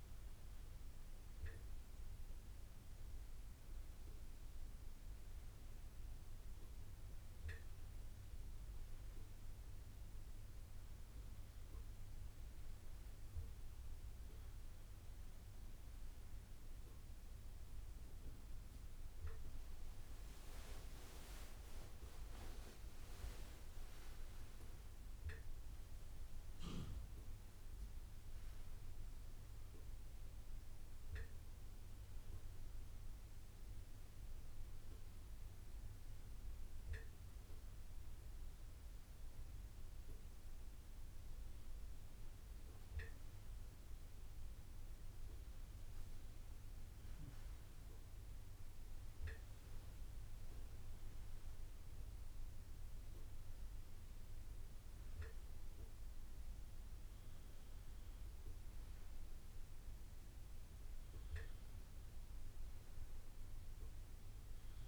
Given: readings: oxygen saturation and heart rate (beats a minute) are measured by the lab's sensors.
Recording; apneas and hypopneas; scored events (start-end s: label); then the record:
breathing in sleep, hard to hear, by a room microphone; none
none scored
From the record:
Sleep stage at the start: N1 (lightest sleep); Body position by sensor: on the right side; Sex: male